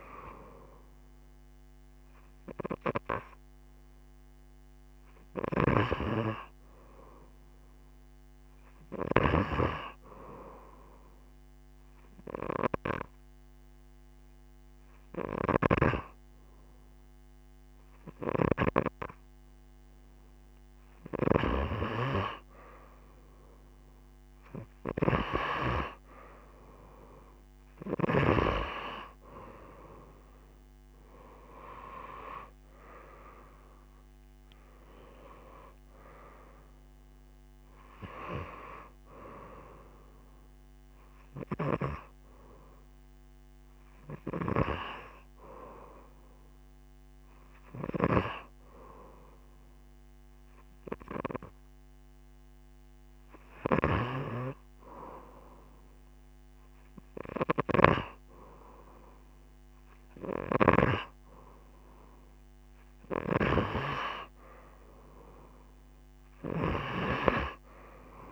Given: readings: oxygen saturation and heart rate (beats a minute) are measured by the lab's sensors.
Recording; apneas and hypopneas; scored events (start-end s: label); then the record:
breathing in sleep by a microphone on the trachea; 1
0.00-7.50 s: oxygen desaturation (device-marked, oxygen 90% lowest)
5.00-18.50 s: snoring (device-marked)
29.50-44.50 s: oxygen desaturation (device-marked, oxygen 93% before, 90% lowest)
30.50-34.00 s: arousal
43.50-59.00 s: hypopnea (oxygen 94% before, 91% lowest)
47.50-54.00 s: snoring (device-marked)
60.00-68.32 s: snoring (device-marked)
62.00-65.50 s: arousal
65.50-68.32 s: oxygen desaturation (device-marked, oxygen 95% before, 91% lowest)
From the record:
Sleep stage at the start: N2 (light sleep); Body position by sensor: on the right side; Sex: female